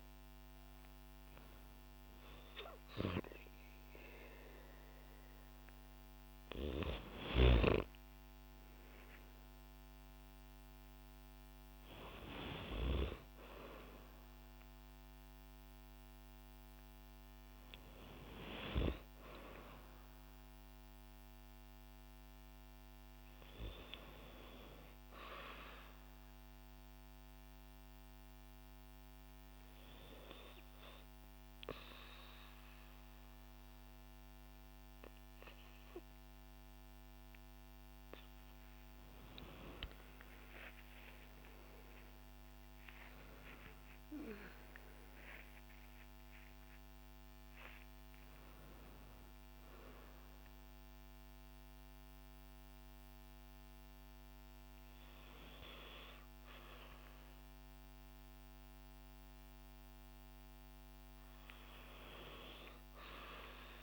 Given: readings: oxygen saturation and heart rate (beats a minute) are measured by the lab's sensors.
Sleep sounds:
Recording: breathing in sleep by a microphone on the trachea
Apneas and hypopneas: 1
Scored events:
25.50-39.00 s: hypopnea (oxygen 95% before, 93% lowest, heart rate 64 before, 54 extreme, up 19 after)
40.00-45.50 s: arousal
From the record:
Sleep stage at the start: REM sleep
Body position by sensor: on the back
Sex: female

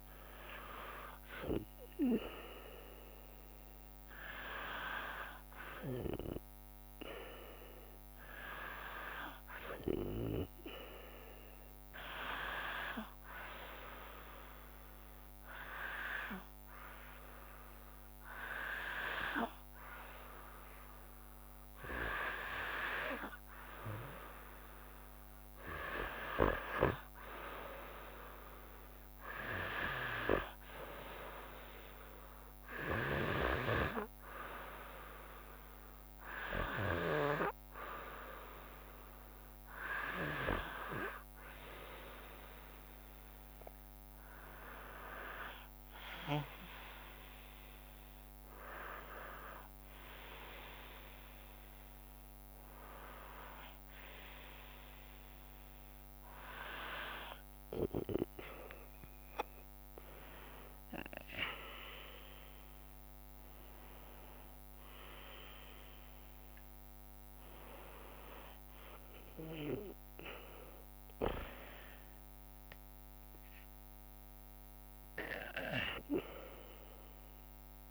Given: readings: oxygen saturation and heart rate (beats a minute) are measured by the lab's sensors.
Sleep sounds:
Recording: a person partly awake in a sleep study, by a microphone on the trachea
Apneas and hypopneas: none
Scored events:
52.50-77.90 s: new sleep stage, awake
From the record:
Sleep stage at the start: N2 (light sleep)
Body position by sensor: on the back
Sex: female

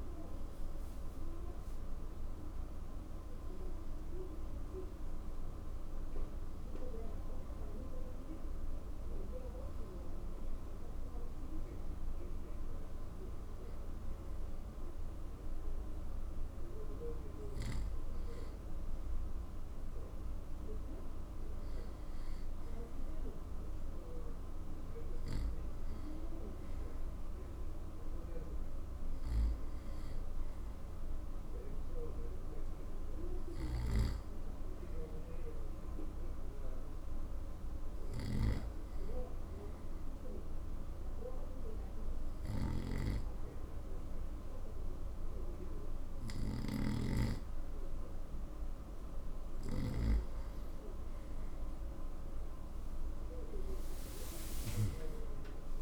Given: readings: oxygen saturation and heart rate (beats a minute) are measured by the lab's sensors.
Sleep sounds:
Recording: breathing in sleep by a room microphone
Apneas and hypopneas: 2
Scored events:
1.00-14.00 s: oxygen desaturation (device-marked, oxygen 91% before, 86% lowest, heart rate 96 before, 72 extreme)
5.00-20.00 s: hypopnea (oxygen 92% before, 86% lowest, heart rate 96 before, 72 extreme, up 6 after)
23.00-27.00 s: arousal
37.00-49.00 s: obstructive apnea (oxygen 97% before, 89% lowest, heart rate 77 before, 77 extreme, up 6 after)
51.50-55.82 s: arousal
From the record:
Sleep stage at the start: N2 (light sleep)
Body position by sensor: on the right side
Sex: male

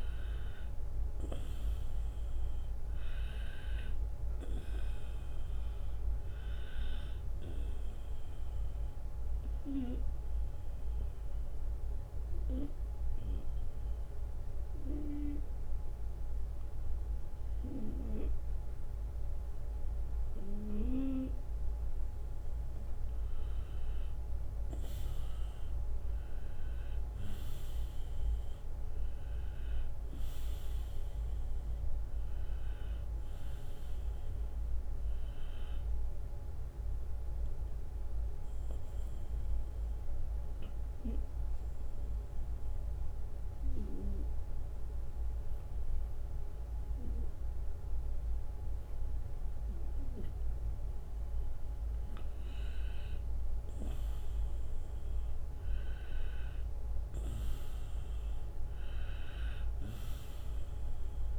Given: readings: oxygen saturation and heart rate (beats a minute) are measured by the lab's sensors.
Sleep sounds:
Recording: breathing in sleep by a room microphone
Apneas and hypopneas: 2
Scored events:
0.00-2.50 s: arousal
8.50-22.00 s: obstructive apnea (oxygen 94% before, 89% lowest)
16.00-18.00 s: long interval between heartbeats (device-marked)
24.50-30.50 s: arousal
28.00-47.00 s: oxygen desaturation (device-marked, oxygen 94% before, 89% lowest)
37.00-50.50 s: obstructive apnea (oxygen 94% before, 89% lowest)
53.50-58.50 s: arousal
From the record:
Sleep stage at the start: N2 (light sleep)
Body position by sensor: on the right side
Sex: male

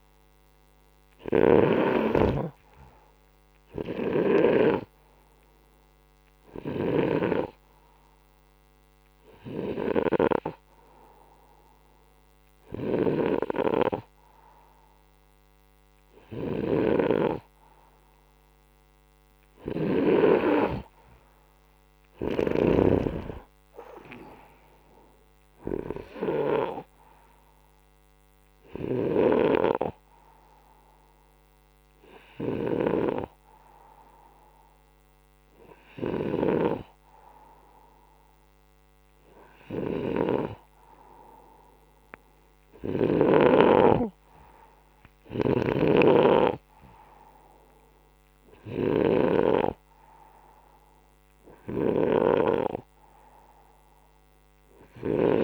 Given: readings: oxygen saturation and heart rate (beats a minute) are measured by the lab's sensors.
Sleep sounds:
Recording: breathing in sleep by a microphone on the trachea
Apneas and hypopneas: none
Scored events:
3.50-16.50 s: oxygen desaturation (device-marked, oxygen 95% before, 91% lowest, heart rate 65 before, 63 extreme)
45.50-49.00 s: snoring (device-marked)
From the record:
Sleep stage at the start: N2 (light sleep)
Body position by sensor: upright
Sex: male

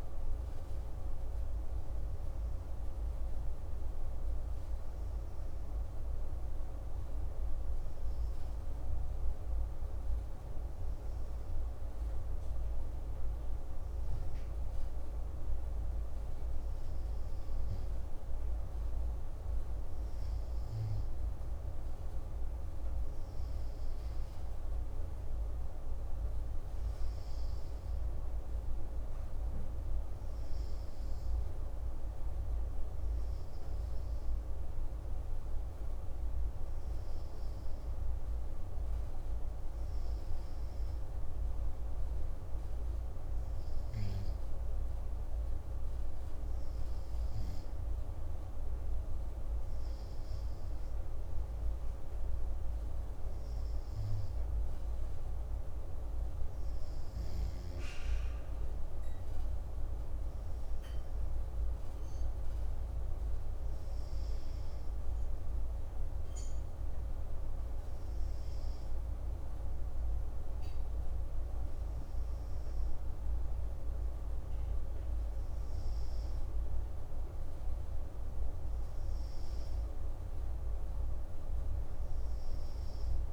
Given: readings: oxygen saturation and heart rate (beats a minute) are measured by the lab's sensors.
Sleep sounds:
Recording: breathing in sleep, hard to hear, by a room microphone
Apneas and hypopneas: none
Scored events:
none scored
From the record:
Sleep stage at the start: N2 (light sleep)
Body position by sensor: on the right side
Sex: male

